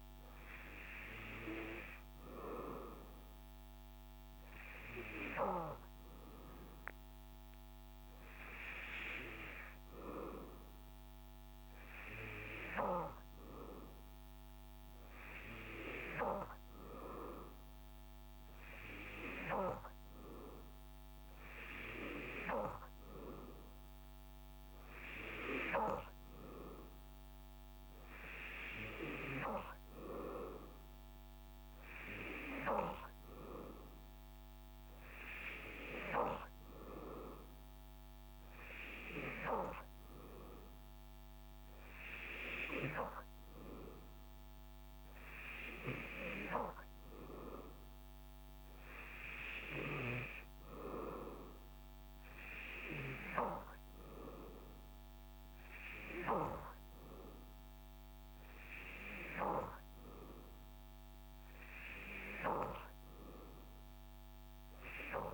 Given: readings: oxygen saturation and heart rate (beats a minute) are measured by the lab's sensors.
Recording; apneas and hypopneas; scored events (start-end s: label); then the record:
breathing in sleep by a microphone on the trachea; none
none scored
From the record:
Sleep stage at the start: N2 (light sleep); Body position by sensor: on the back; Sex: male